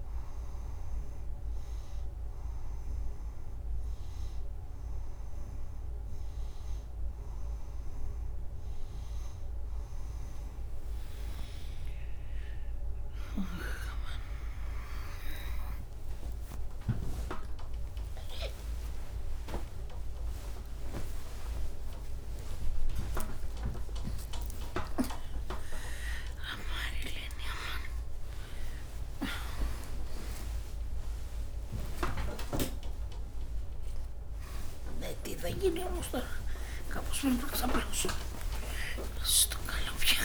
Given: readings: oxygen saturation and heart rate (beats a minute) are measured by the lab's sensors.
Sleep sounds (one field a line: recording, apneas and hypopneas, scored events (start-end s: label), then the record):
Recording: a person awake in a sleep study, by a room microphone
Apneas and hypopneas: none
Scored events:
none scored
From the record:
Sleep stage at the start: awake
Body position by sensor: on the right side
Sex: female